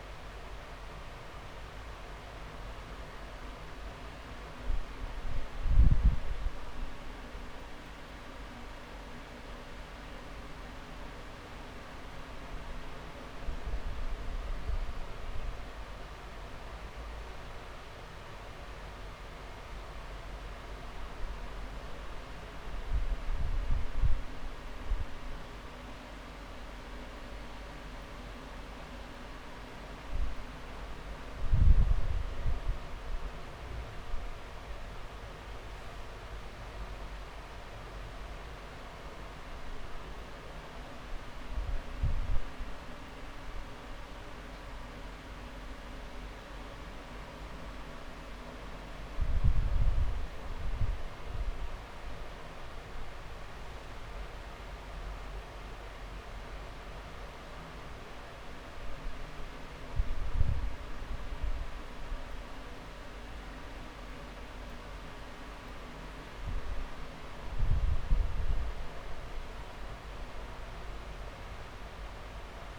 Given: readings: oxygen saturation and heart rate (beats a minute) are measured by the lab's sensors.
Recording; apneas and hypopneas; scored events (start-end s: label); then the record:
breathing in sleep, hard to hear, by a room microphone; none
4.00-6.00 s: long interval between heartbeats (device-marked)
8.50-10.50 s: long interval between heartbeats (device-marked)
13.50-15.50 s: long interval between heartbeats (device-marked)
23.00-25.00 s: long interval between heartbeats (device-marked)
27.50-29.50 s: long interval between heartbeats (device-marked)
36.00-38.00 s: long interval between heartbeats (device-marked)
41.50-43.50 s: long interval between heartbeats (device-marked)
46.50-48.50 s: long interval between heartbeats (device-marked)
47.00-57.00 s: drop in pulse transit time (device-marked)
57.50-59.50 s: long interval between heartbeats (device-marked)
From the record:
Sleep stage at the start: N2 (light sleep); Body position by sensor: on the back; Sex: male